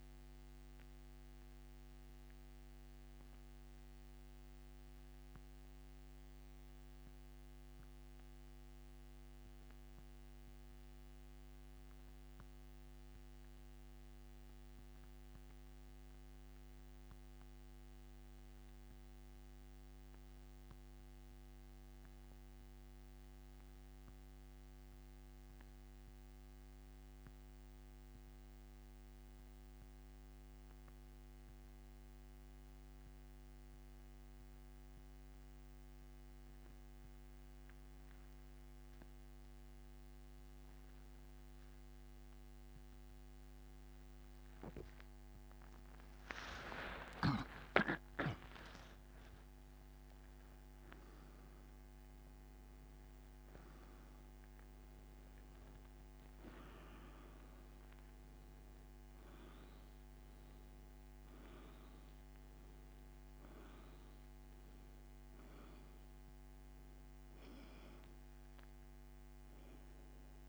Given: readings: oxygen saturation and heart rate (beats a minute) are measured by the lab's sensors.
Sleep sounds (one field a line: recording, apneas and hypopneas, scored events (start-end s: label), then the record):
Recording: breathing in sleep, hard to hear, by a microphone on the trachea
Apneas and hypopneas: 1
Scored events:
2.00-44.50 s: mixed apnea (oxygen 98% before, 89% lowest, heart rate 86 before, 62 extreme, up 41 after)
5.00-33.00 s: oxygen desaturation (device-marked, oxygen 97% before, 89% lowest, heart rate 85 before, 62 extreme)
46.00-50.50 s: arousal
From the record:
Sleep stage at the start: N2 (light sleep)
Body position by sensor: on the back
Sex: male